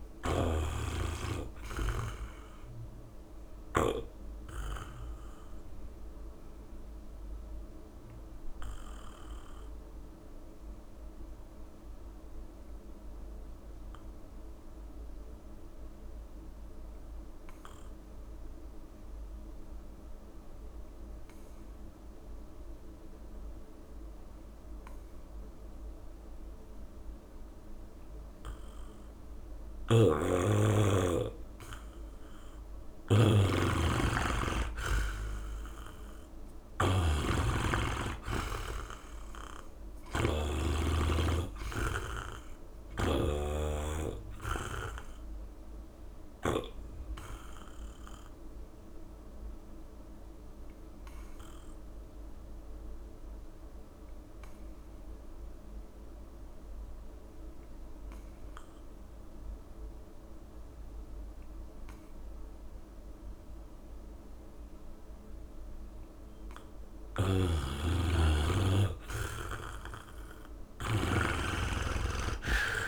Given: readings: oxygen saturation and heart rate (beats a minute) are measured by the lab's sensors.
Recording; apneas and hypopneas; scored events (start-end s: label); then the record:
breathing in sleep by a room microphone; 2
0.00-2.00 s: long interval between heartbeats (device-marked, heart rate 64 before, 38 extreme)
0.00-4.00 s: snoring (device-marked)
0.00-16.00 s: oxygen desaturation (device-marked, oxygen 80% lowest, heart rate 38 extreme)
3.00-5.00 s: long interval between heartbeats (device-marked, heart rate 60 before, 38 extreme)
4.00-31.50 s: obstructive apnea (oxygen 98% before, 80% lowest, heart rate 58 before, 47 extreme, up 4 after)
29.50-46.50 s: snoring (device-marked)
30.00-57.00 s: oxygen desaturation (device-marked, oxygen 97% before, 81% lowest, heart rate 69 before, 37 extreme)
35.00-40.00 s: arousal
37.00-39.00 s: long interval between heartbeats (device-marked, heart rate 68 before, 58 extreme)
40.50-42.50 s: long interval between heartbeats (device-marked, heart rate 67 before, 57 extreme)
43.00-45.00 s: long interval between heartbeats (device-marked, heart rate 64 before, 48 extreme)
46.50-66.00 s: obstructive apnea (oxygen 98% before, 80% lowest, heart rate 61 before, 37 extreme, up 0 after)
67.00-72.88 s: snoring (device-marked)
69.50-71.50 s: long interval between heartbeats (device-marked, heart rate 70 before, 68 extreme)
70.50-72.88 s: arousal
71.00-72.88 s: oxygen desaturation (device-marked, oxygen 95% before, 80% lowest, heart rate 71 before, 35 extreme)
From the record:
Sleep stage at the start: N2 (light sleep); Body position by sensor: on the back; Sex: male